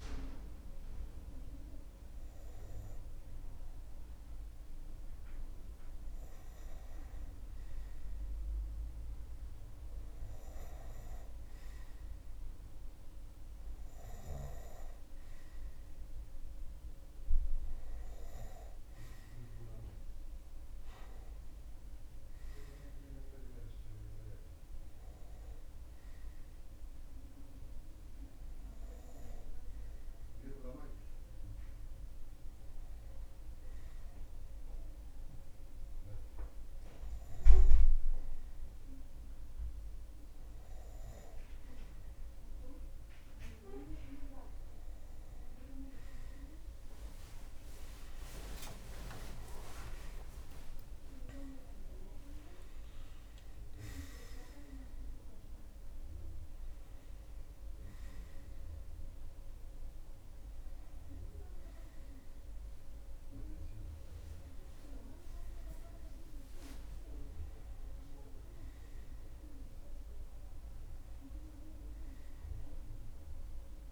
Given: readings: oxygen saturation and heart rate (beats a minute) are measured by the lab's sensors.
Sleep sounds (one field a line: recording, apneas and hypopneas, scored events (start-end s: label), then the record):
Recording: breathing in sleep by a room microphone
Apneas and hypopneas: 1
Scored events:
15.50-43.50 s: hypopnea (oxygen 97% before, 94% lowest)
44.50-73.92 s: new sleep stage, N1 (lightest sleep)
49.00-54.50 s: arousal
From the record:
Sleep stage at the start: N2 (light sleep)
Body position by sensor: on the right side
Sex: male